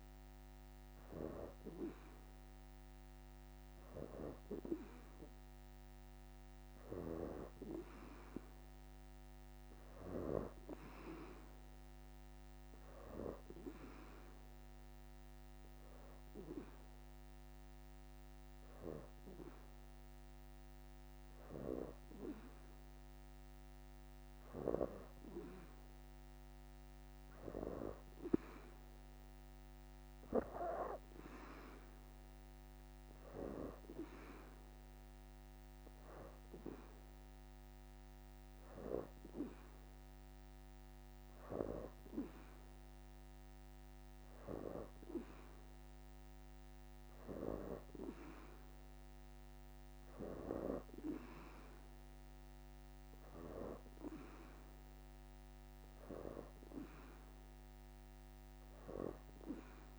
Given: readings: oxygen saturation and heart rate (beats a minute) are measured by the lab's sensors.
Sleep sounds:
breathing in sleep by a microphone on the trachea; none
1.50-11.50 s: oxygen desaturation (device-marked, oxygen 89% before, 84% lowest, heart rate 84 before, 81 extreme)
13.50-26.50 s: oxygen desaturation (device-marked, oxygen 89% before, 86% lowest, heart rate 83 before, 79 extreme)
28.50-47.50 s: oxygen desaturation (device-marked, oxygen 90% before, 84% lowest, heart rate 83 before, 79 extreme)
39.50-59.99 s: new sleep stage, N3 (deep sleep)
41.00-47.50 s: leg movement (device-marked)
From the record:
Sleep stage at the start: N2 (light sleep); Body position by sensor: on the back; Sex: female

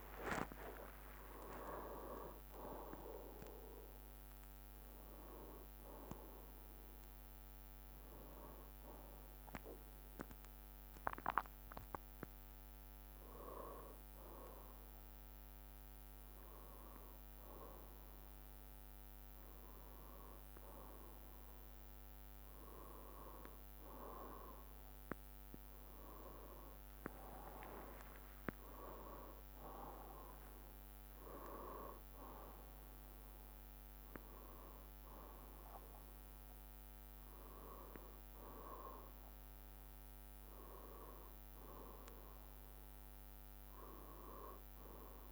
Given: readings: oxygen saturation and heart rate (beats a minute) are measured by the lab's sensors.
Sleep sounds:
a person awake in a sleep study, by a microphone on the trachea; none
10.50-25.50 s: drop in pulse transit time (device-marked, heart rate 91 before, 61 extreme)
11.50-37.50 s: oxygen desaturation (device-marked, oxygen 98% before, 93% lowest, heart rate 88 before, 57 extreme)
28.00-30.00 s: long interval between heartbeats (device-marked, heart rate 64 before, 74 extreme)
From the record:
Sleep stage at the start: awake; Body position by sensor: on the left side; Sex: male

